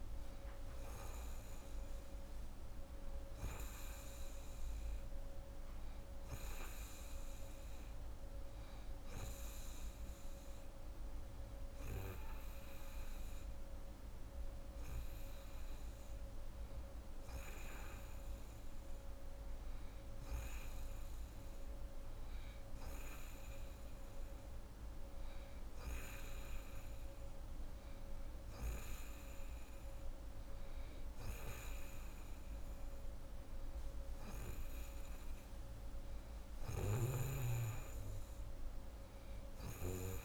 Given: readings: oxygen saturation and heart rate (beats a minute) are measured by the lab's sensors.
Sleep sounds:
breathing in sleep, hard to hear, by a room microphone; none
none scored
From the record:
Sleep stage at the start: N2 (light sleep); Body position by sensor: on the right side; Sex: female

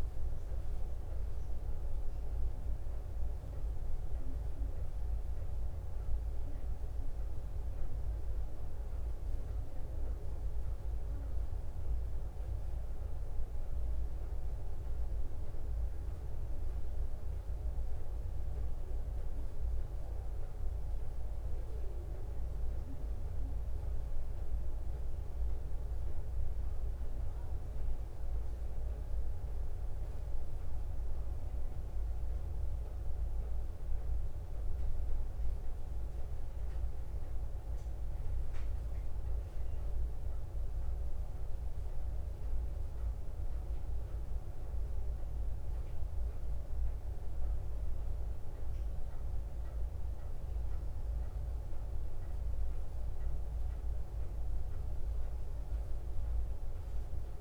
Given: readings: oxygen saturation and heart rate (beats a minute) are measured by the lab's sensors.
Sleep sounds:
breathing in sleep, hard to hear, by a room microphone; none
none scored
From the record:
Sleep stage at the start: N2 (light sleep); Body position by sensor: on the back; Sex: female

